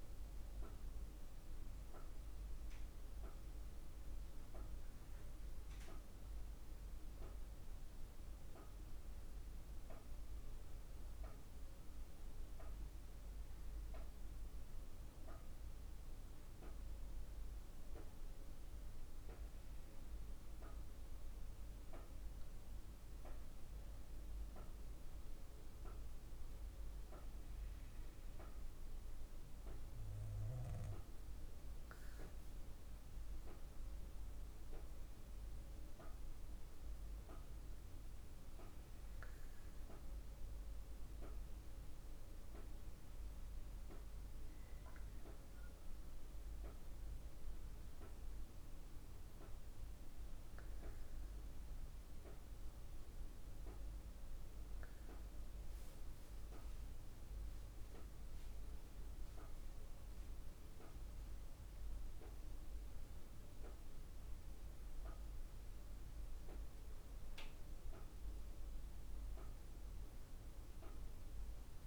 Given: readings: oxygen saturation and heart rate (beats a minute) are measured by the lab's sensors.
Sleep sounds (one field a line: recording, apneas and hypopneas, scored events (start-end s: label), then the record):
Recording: breathing in sleep, hard to hear, by a room microphone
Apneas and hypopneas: 1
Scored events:
0.50-32.50 s: hypopnea (oxygen 96% before, 94% lowest, heart rate 53 before, 49 extreme, up 7 after)
34.50-38.50 s: arousal
From the record:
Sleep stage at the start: N2 (light sleep)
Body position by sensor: on the back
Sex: female